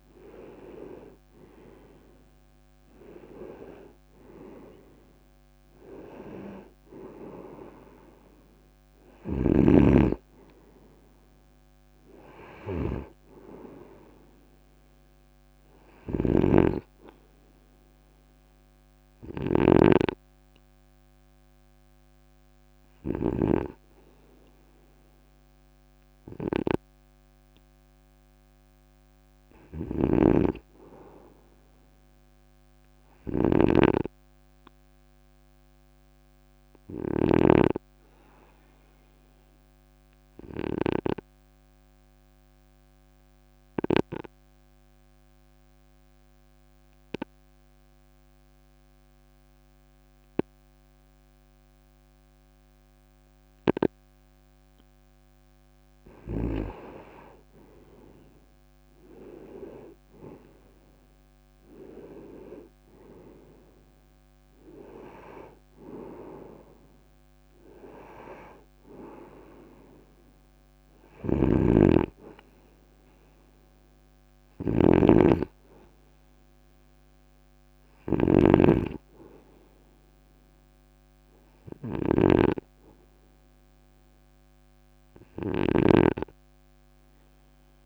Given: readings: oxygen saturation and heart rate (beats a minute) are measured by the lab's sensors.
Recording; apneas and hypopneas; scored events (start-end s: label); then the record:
breathing in sleep by a microphone on the trachea; 1
0.00-2.50 s: arousal
16.00-23.50 s: snoring (device-marked)
29.50-37.00 s: snoring (device-marked)
30.50-33.50 s: arousal
37.50-54.50 s: obstructive apnea (oxygen 96% before, 94% lowest, heart rate 50 before, 51 extreme, up 6 after)
56.50-59.50 s: arousal
71.00-87.86 s: snoring (device-marked)
From the record:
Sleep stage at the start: N2 (light sleep); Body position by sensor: on the right side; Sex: male